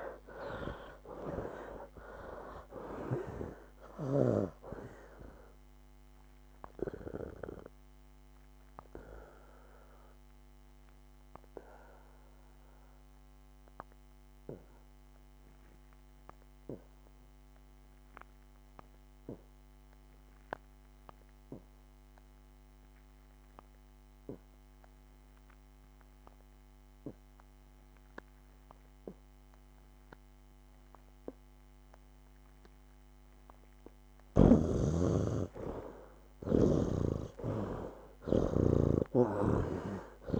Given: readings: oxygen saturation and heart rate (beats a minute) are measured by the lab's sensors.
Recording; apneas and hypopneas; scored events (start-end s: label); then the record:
breathing in sleep by a microphone on the trachea; 1
0.00-1.50 s: arousal
0.00-28.00 s: oxygen desaturation (device-marked, oxygen 78% lowest, heart rate 61 extreme)
7.50-33.50 s: obstructive apnea (oxygen 98% before, 77% lowest, heart rate 76 before, 61 extreme, up 17 after)
33.00-40.40 s: oxygen desaturation (device-marked, oxygen 98% before, 77% lowest, heart rate 65 before, 61 extreme)
35.50-39.00 s: arousal
From the record:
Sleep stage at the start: N2 (light sleep); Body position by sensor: on the back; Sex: male